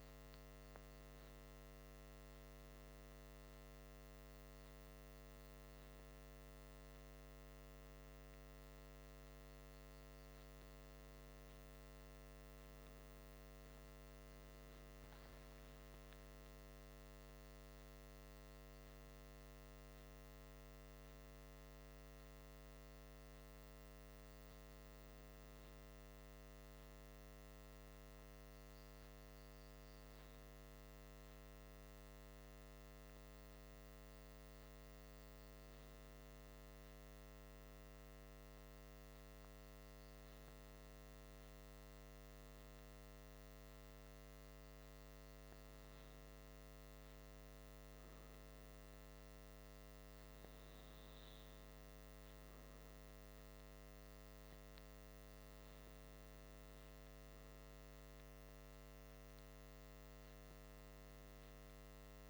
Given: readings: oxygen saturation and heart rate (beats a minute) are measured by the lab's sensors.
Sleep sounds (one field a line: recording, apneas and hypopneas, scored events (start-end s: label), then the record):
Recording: breathing in sleep, hard to hear, by a microphone on the trachea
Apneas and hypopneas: none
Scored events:
none scored
From the record:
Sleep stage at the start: N2 (light sleep)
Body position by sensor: on the back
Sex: male